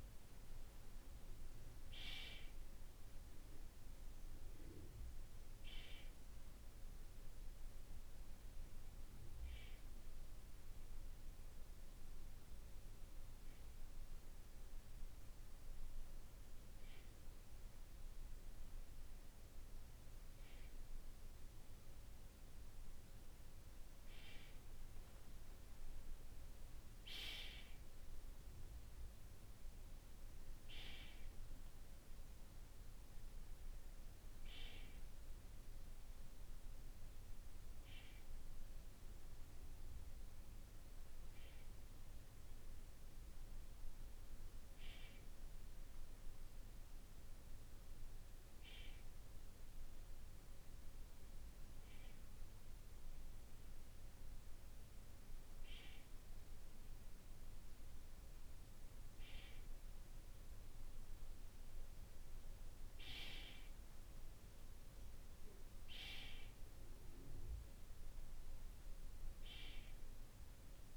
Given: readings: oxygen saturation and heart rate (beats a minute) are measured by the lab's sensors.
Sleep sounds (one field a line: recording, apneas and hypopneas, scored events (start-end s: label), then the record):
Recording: breathing in sleep by a room microphone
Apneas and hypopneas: none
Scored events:
none scored
From the record:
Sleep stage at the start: N2 (light sleep)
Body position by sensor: on the back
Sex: male